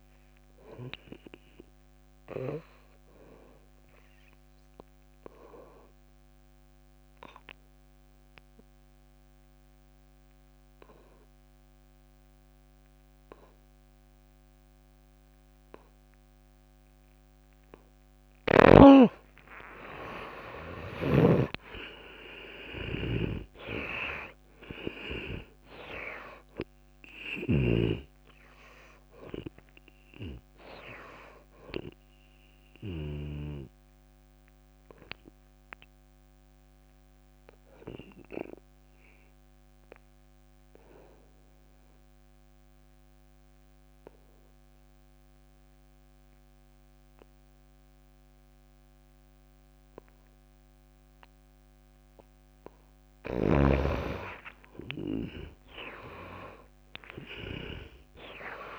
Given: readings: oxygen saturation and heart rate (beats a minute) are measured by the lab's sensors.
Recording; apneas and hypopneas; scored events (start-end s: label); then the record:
breathing in sleep by a microphone on the trachea; 2
0.50-8.50 s: oxygen desaturation (device-marked, oxygen 94% before, 85% lowest)
4.50-19.50 s: obstructive apnea (oxygen 97% before, 71% lowest)
15.50-44.50 s: oxygen desaturation (device-marked, oxygen 96% before, 71% lowest)
18.50-34.00 s: snoring (device-marked)
20.50-24.00 s: arousal
40.00-53.50 s: obstructive apnea (oxygen 96% before, 72% lowest)
55.00-58.50 s: arousal
From the record:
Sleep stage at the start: N2 (light sleep); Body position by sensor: on the back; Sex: female